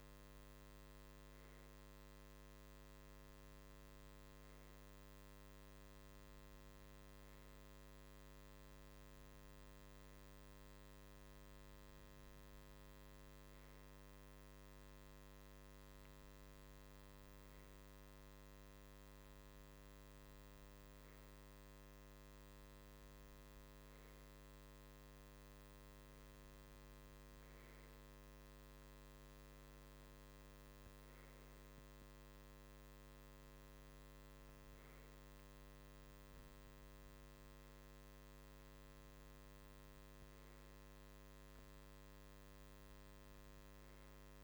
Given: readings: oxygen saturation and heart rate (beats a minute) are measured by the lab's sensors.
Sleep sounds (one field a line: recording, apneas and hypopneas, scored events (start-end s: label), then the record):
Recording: breathing in sleep, hard to hear, by a microphone on the trachea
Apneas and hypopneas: none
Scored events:
none scored
From the record:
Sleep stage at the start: REM sleep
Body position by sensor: on the right side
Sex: male